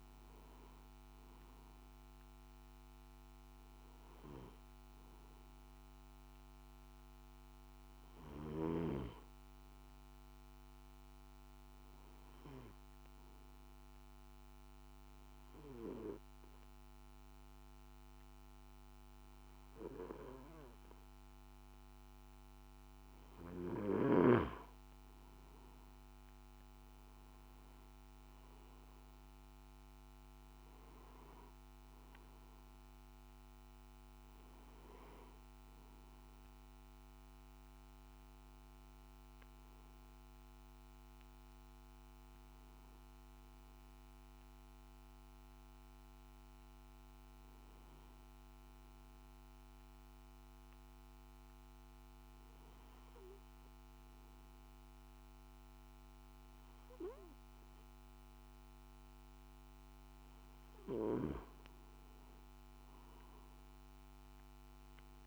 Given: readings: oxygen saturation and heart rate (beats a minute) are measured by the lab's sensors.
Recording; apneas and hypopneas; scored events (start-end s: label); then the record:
breathing in sleep by a microphone on the trachea; 2
13.50-24.00 s: obstructive apnea (oxygen 96% before, 92% lowest, heart rate 57 before, 57 extreme, up 4 after)
27.00-30.50 s: arousal
31.50-49.50 s: oxygen desaturation (device-marked, oxygen 96% before, 92% lowest, heart rate 59 before, 56 extreme)
46.00-61.00 s: hypopnea (oxygen 96% before, 93% lowest, heart rate 60 before, 56 extreme, up 6 after)
From the record:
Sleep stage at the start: N2 (light sleep); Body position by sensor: on the back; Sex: male